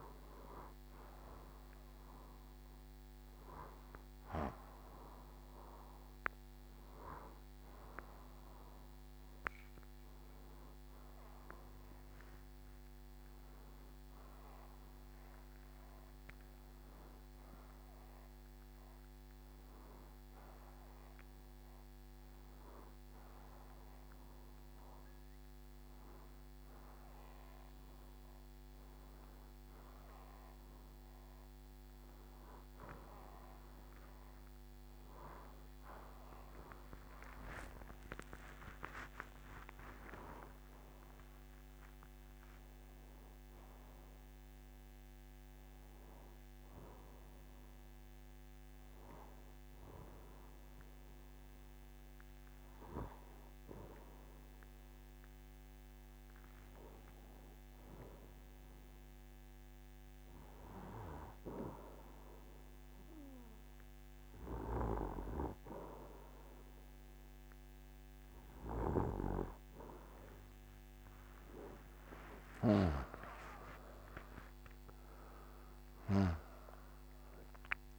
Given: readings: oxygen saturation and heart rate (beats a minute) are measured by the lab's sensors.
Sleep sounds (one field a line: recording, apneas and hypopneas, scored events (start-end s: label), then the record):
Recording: breathing in sleep by a microphone on the trachea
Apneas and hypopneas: none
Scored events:
0.00-4.50 s: arousal
18.50-48.50 s: new sleep stage, N2 (light sleep)
35.00-40.50 s: arousal
48.50-77.99 s: new sleep stage, N1 (lightest sleep)
From the record:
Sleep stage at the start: N1 (lightest sleep)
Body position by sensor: on the right side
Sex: male